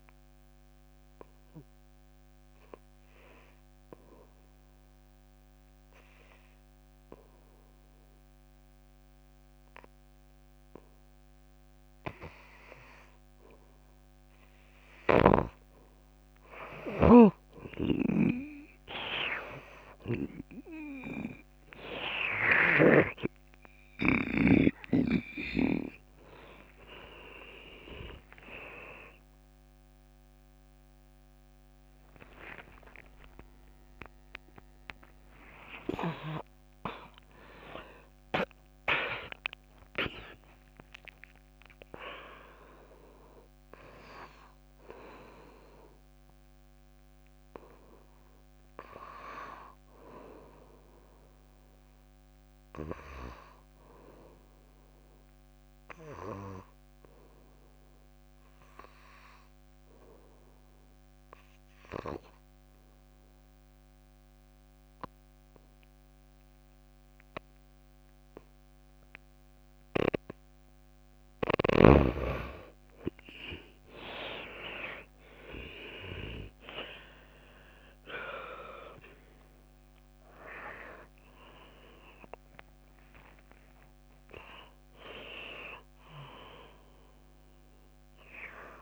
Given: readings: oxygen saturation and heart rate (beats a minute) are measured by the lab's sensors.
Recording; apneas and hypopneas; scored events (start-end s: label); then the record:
a person partly awake in a sleep study, by a microphone on the trachea; 2
0.00-3.50 s: oxygen desaturation (device-marked, oxygen 86% lowest, heart rate 62 extreme)
0.50-14.00 s: obstructive apnea (oxygen 95% before, 84% lowest, heart rate 71 before, 64 extreme, up 8 after)
14.50-44.50 s: new sleep stage, awake
15.00-23.00 s: snoring (device-marked)
15.50-45.50 s: oxygen desaturation (device-marked, oxygen 97% before, 84% lowest, heart rate 65 before, 61 extreme)
27.00-29.00 s: long interval between heartbeats (device-marked, heart rate 68 before, 80 extreme)
34.50-36.50 s: long interval between heartbeats (device-marked, heart rate 75 before, 89 extreme)
44.50-88.82 s: new sleep stage, N2 (light sleep)
56.00-70.00 s: obstructive apnea (oxygen 100% before, 78% lowest, heart rate 76 before, 63 extreme, up 21 after)
64.50-88.82 s: oxygen desaturation (device-marked, oxygen 99% before, 78% lowest, heart rate 67 before, 58 extreme)
71.50-75.00 s: arousal
75.00-77.00 s: long interval between heartbeats (device-marked, heart rate 63 before, 79 extreme)
79.50-88.82 s: drop in pulse transit time (device-marked, heart rate 69 before, 70 extreme)
80.50-85.50 s: tachycardia (device-marked, heart rate 53 before, 107 extreme)
82.50-84.50 s: long interval between heartbeats (device-marked, heart rate 72 before, 100 extreme)
From the record:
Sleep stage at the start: N2 (light sleep); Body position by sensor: on the back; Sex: female